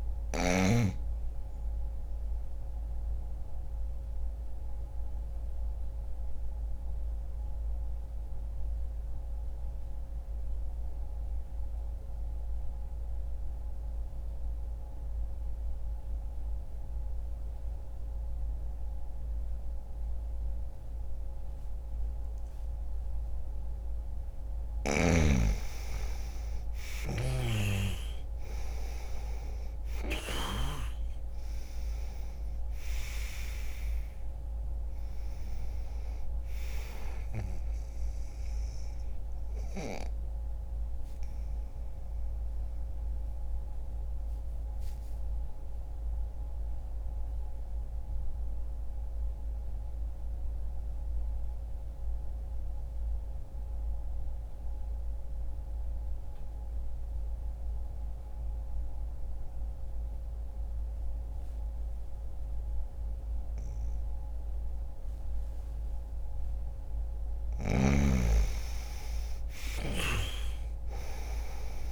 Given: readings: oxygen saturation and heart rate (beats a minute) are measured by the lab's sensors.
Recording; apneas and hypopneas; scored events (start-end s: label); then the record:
breathing in sleep by a room microphone; 2
2.00-23.00 s: obstructive apnea (oxygen 97% before, 89% lowest, heart rate 60 before, 60 extreme, up 0 after)
14.50-26.50 s: oxygen desaturation (device-marked, oxygen 94% before, 89% lowest, heart rate 60 before, 60 extreme)
25.00-29.50 s: arousal
41.00-65.50 s: obstructive apnea (oxygen 97% before, 90% lowest, heart rate 60 before, 60 extreme, up 0 after)
55.50-62.50 s: oxygen desaturation (device-marked, oxygen 95% before, 90% lowest, heart rate 60 before, 60 extreme)
67.50-71.92 s: arousal
From the record:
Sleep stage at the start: N2 (light sleep); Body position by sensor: on the back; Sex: male